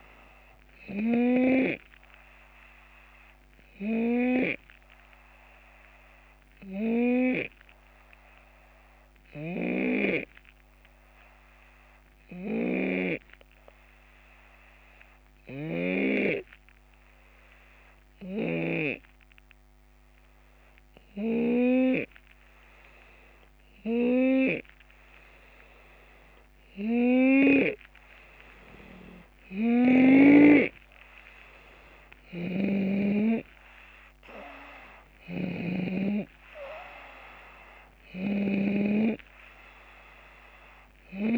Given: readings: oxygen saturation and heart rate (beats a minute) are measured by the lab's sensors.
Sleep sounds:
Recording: breathing in sleep by a microphone on the trachea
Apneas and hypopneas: 1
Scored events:
0.00-1.50 s: drop in pulse transit time (device-marked, heart rate 73 extreme)
2.00-25.50 s: hypopnea (oxygen 93% before, 90% lowest, heart rate 75 before, 72 extreme, up 2 after)
9.00-16.00 s: snoring (device-marked)
28.50-41.38 s: oxygen desaturation (device-marked, oxygen 95% before, 90% lowest, heart rate 73 before, 68 extreme)
32.00-36.00 s: arousal
32.00-41.38 s: snoring (device-marked)
33.50-41.38 s: drop in pulse transit time (device-marked, heart rate 73 before, 76 extreme)
From the record:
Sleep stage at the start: N2 (light sleep)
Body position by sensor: on the left side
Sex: male

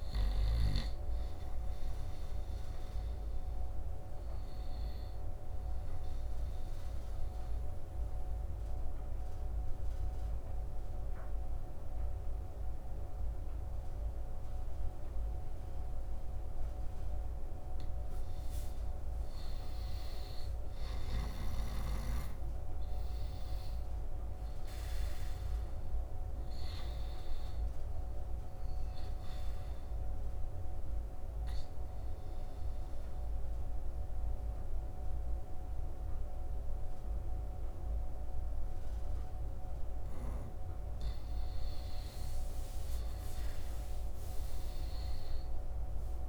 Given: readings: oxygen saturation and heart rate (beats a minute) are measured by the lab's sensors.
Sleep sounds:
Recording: breathing in sleep, hard to hear, by a room microphone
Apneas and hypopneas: 2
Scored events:
0.00-14.50 s: oxygen desaturation (device-marked, oxygen 85% lowest, heart rate 75 extreme)
6.00-18.00 s: obstructive apnea (oxygen 97% before, 85% lowest, heart rate 77 before, 75 extreme, up 6 after)
19.50-24.00 s: arousal
27.50-43.50 s: oxygen desaturation (device-marked, oxygen 97% before, 88% lowest, heart rate 78 before, 66 extreme)
29.50-39.50 s: obstructive apnea (oxygen 97% before, 86% lowest, heart rate 79 before, 66 extreme, up 6 after)
41.50-44.50 s: arousal
From the record:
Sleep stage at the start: N2 (light sleep)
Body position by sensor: on the right side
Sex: male

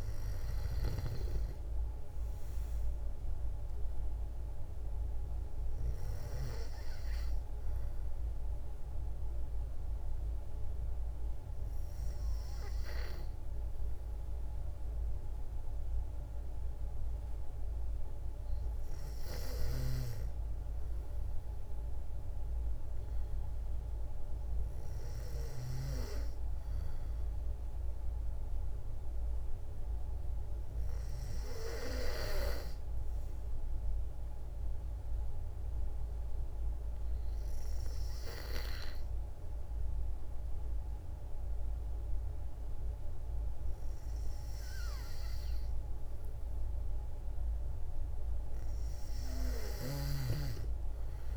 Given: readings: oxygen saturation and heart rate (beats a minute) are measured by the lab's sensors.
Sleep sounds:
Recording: breathing in sleep by a room microphone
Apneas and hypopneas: 2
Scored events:
5.00-17.50 s: hypopnea (oxygen 94% before, 92% lowest, heart rate 57 before, 56 extreme, up 2 after)
20.50-24.50 s: arousal
34.50-47.00 s: hypopnea (oxygen 96% before, 92% lowest, heart rate 57 before, 54 extreme, up 1 after)
48.00-51.36 s: arousal
From the record:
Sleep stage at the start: N2 (light sleep)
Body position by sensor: on the back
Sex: female

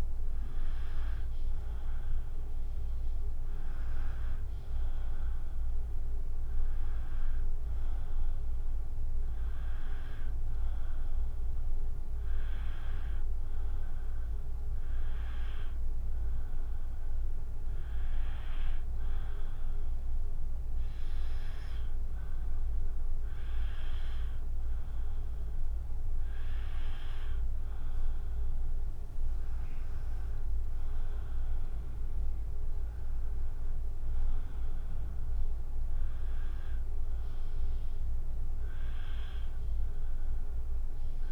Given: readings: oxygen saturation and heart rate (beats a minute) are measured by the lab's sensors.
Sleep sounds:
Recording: breathing in sleep, hard to hear, by a room microphone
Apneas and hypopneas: none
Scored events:
1.50-14.50 s: drop in pulse transit time (device-marked, heart rate 80 before, 79 extreme)
From the record:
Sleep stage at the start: N2 (light sleep)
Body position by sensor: on the back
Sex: female

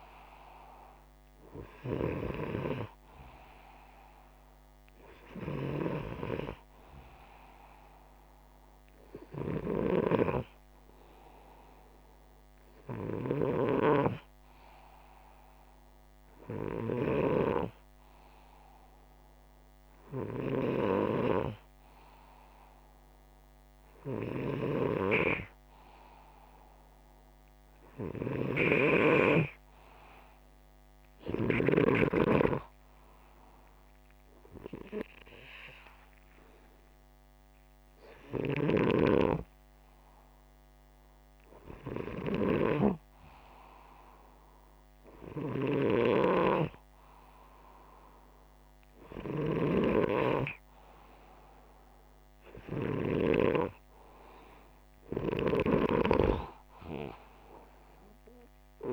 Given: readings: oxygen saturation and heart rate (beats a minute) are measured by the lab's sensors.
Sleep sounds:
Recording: breathing in sleep by a microphone on the trachea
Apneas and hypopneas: none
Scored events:
0.00-1.00 s: arousal
49.00-53.00 s: snoring (device-marked)
55.50-58.93 s: arousal
From the record:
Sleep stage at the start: N2 (light sleep)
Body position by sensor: upright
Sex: male

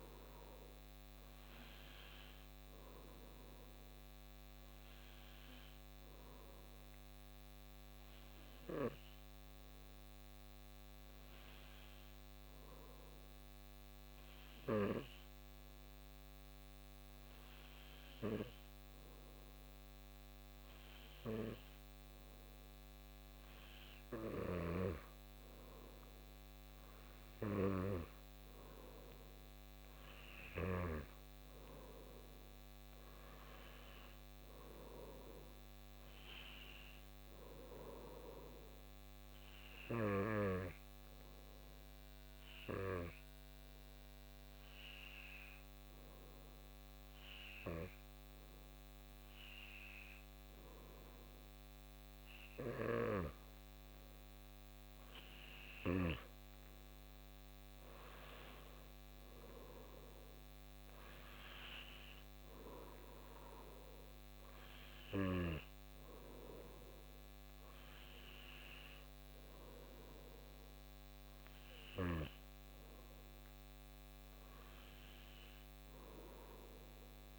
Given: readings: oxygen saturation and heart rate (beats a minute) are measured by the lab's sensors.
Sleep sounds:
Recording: breathing in sleep by a microphone on the trachea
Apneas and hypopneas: 2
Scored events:
3.50-23.00 s: hypopnea (oxygen 97% before, 94% lowest, heart rate 106 before, 37 extreme)
25.00-30.50 s: arousal
38.50-55.00 s: hypopnea (oxygen 97% before, 94% lowest)
57.00-62.00 s: arousal
From the record:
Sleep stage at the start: N2 (light sleep)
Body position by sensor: on the back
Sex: male

